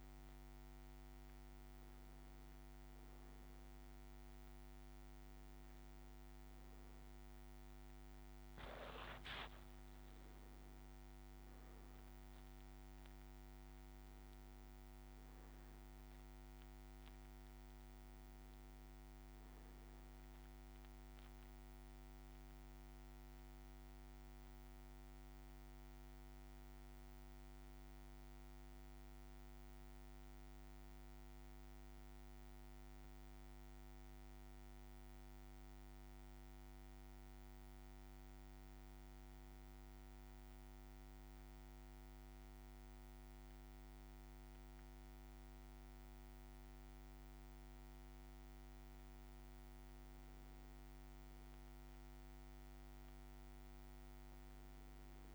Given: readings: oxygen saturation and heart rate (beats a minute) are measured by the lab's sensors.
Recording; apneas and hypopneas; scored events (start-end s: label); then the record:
breathing in sleep, hard to hear, by a microphone on the trachea; 1
5.00-9.00 s: arousal
15.00-55.35 s: new sleep stage, N2 (light sleep)
21.50-48.50 s: mixed apnea (oxygen 100% before, 94% lowest, heart rate 57 before, 56 extreme, up 2 after)
51.00-55.35 s: arousal
52.00-55.35 s: oxygen desaturation (device-marked, oxygen 100% before, 95% lowest, heart rate 57 before, 57 extreme)
From the record:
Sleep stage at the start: N1 (lightest sleep); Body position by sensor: on the back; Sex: male